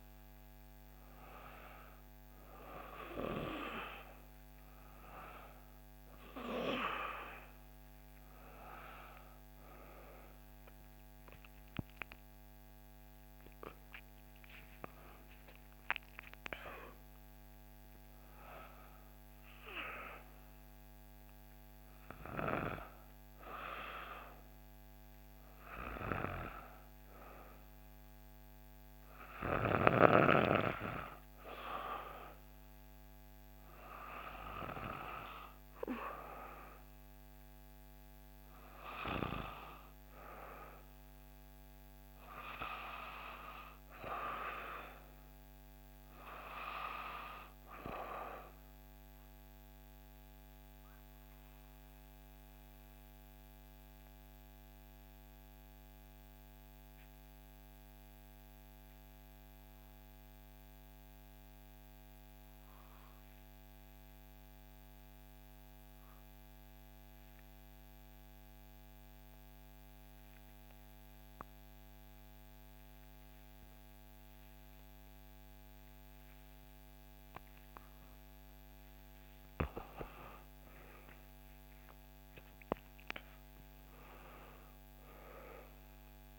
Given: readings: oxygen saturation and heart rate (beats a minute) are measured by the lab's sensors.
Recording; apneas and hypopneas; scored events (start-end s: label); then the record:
breathing in sleep by a microphone on the trachea; 1
0.00-17.00 s: oxygen desaturation (device-marked, oxygen 89% lowest, heart rate 62 extreme)
11.00-41.00 s: new sleep stage, N1 (lightest sleep)
41.00-44.50 s: arousal
41.00-86.39 s: new sleep stage, N2 (light sleep)
49.50-79.00 s: mixed apnea (oxygen 98% before, 88% lowest, heart rate 63 before, 57 extreme, up 5 after)
69.00-86.39 s: oxygen desaturation (device-marked, oxygen 98% before, 88% lowest, heart rate 60 before, 57 extreme)
81.00-85.00 s: arousal
From the record:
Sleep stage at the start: N2 (light sleep); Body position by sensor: on the back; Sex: female